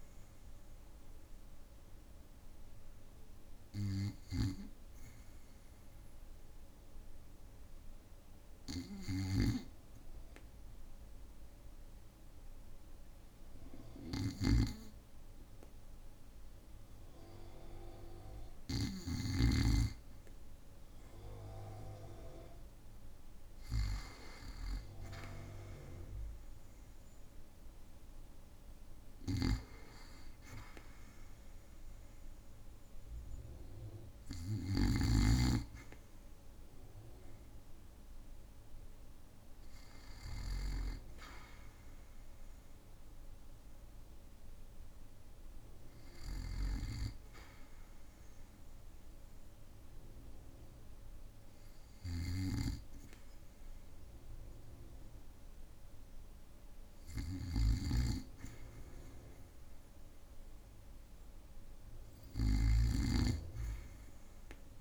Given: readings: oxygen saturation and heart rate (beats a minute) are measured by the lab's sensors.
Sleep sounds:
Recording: breathing in sleep by a room microphone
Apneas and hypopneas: 2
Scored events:
2.00-18.00 s: obstructive apnea (oxygen 99% before, 93% lowest, heart rate 58 before, 56 extreme, up 4 after)
14.00-19.50 s: snoring (device-marked)
21.50-25.50 s: arousal
29.00-35.00 s: snoring (device-marked)
41.50-59.50 s: oxygen desaturation (device-marked, oxygen 97% before, 93% lowest, heart rate 58 before, 52 extreme)
46.50-58.00 s: hypopnea (oxygen 98% before, 93% lowest, heart rate 57 before, 56 extreme, up 5 after)
52.00-63.00 s: snoring (device-marked)
59.50-64.00 s: arousal
From the record:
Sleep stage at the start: N2 (light sleep)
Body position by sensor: on the back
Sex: male

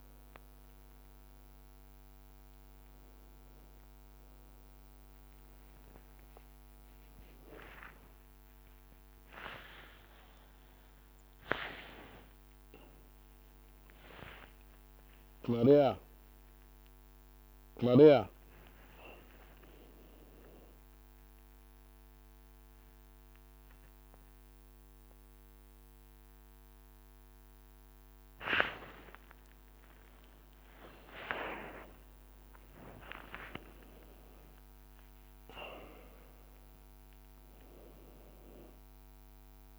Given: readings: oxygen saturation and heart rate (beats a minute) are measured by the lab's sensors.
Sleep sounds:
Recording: a person awake in a sleep study, by a microphone on the trachea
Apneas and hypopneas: none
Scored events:
22.50-25.00 s: leg movement (device-marked)
From the record:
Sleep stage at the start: awake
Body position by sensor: on the front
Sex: male

